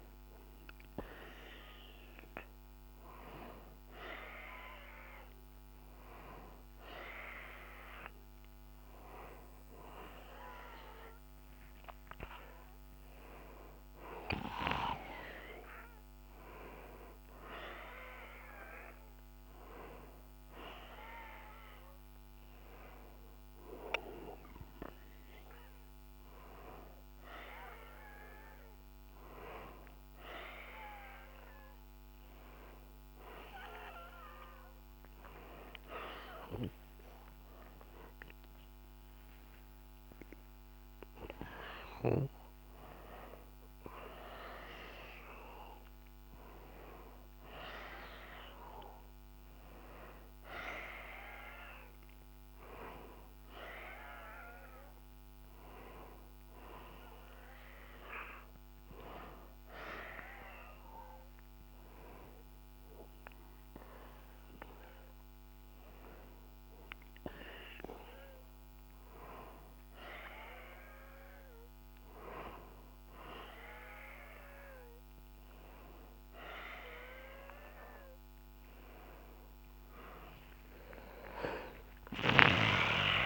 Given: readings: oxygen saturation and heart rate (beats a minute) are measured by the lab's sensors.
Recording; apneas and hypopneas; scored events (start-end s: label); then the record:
a person awake in a sleep study, by a microphone on the trachea; none
none scored
From the record:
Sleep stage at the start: awake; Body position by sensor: on the back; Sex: male